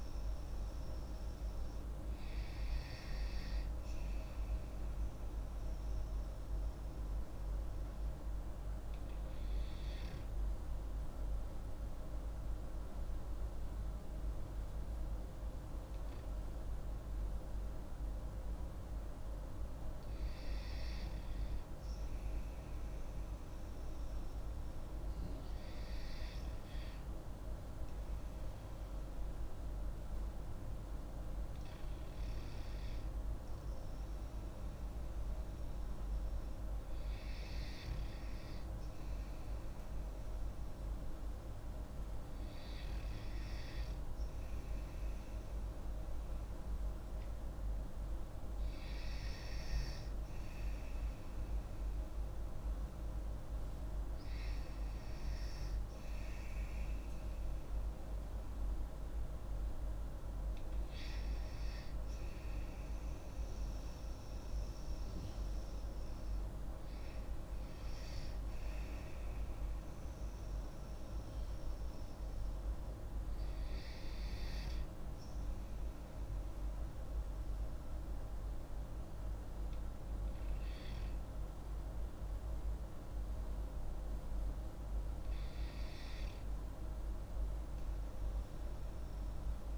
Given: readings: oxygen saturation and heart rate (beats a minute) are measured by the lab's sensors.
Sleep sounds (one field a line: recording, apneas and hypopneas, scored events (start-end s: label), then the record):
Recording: breathing in sleep, hard to hear, by a room microphone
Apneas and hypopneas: 1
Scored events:
1.50-19.50 s: oxygen desaturation (device-marked, oxygen 95% before, 90% lowest)
9.50-21.50 s: obstructive apnea (oxygen 96% before, 89% lowest)
23.00-27.00 s: arousal
39.50-49.50 s: oxygen desaturation (device-marked, oxygen 94% before, 89% lowest)
52.00-56.50 s: arousal
84.00-88.50 s: arousal
From the record:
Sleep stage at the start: REM sleep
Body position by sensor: on the back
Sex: female